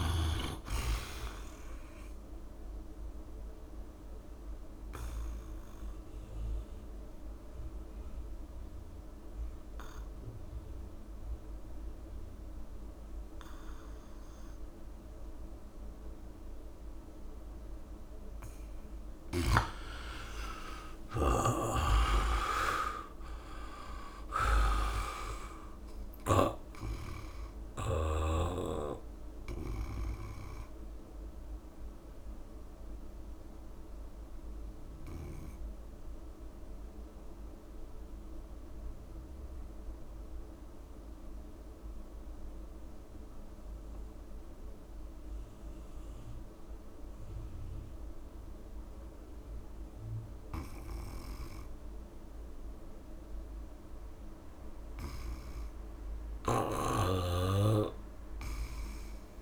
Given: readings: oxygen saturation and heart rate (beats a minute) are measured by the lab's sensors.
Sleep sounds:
breathing in sleep by a room microphone; 2
3.00-17.00 s: obstructive apnea (oxygen 96% before, 82% lowest, heart rate 73 before, 66 extreme, up 25 after)
5.50-22.50 s: oxygen desaturation (device-marked, oxygen 90% before, 85% lowest, heart rate 73 before, 66 extreme)
20.00-24.50 s: arousal
20.50-22.50 s: long interval between heartbeats (device-marked, heart rate 71 before, 80 extreme)
21.50-28.00 s: snoring (device-marked)
24.50-26.50 s: long interval between heartbeats (device-marked, heart rate 73 before, 80 extreme)
24.50-47.50 s: oxygen desaturation (device-marked, oxygen 93% before, 82% lowest, heart rate 73 before, 66 extreme)
30.50-54.50 s: obstructive apnea (oxygen 93% before, 82% lowest, heart rate 77 before, 67 extreme, up 10 after)
56.00-59.42 s: snoring (device-marked)
From the record:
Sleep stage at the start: N2 (light sleep); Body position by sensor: on the back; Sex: male

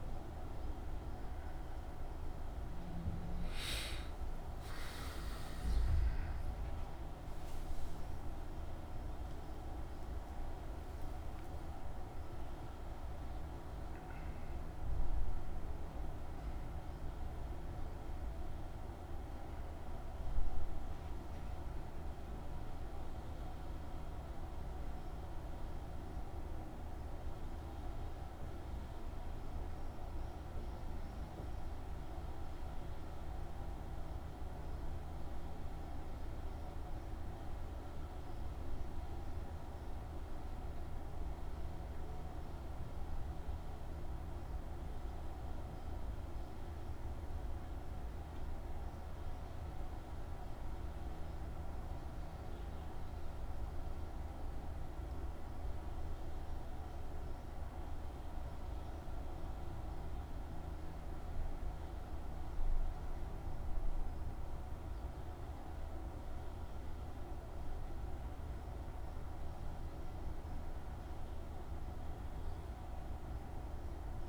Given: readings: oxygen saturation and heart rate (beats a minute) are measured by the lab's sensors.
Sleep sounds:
breathing in sleep, hard to hear, by a room microphone; 1
0.50-17.50 s: oxygen desaturation (device-marked, oxygen 98% before, 94% lowest, heart rate 76 before, 74 extreme)
4.50-9.50 s: arousal
35.00-53.50 s: obstructive apnea (oxygen 96% before, 93% lowest, heart rate 76 before, 73 extreme, up 4 after)
52.50-63.50 s: oxygen desaturation (device-marked, oxygen 96% before, 93% lowest, heart rate 76 before, 73 extreme)
55.50-59.50 s: arousal
From the record:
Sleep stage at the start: N1 (lightest sleep); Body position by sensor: on the back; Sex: male

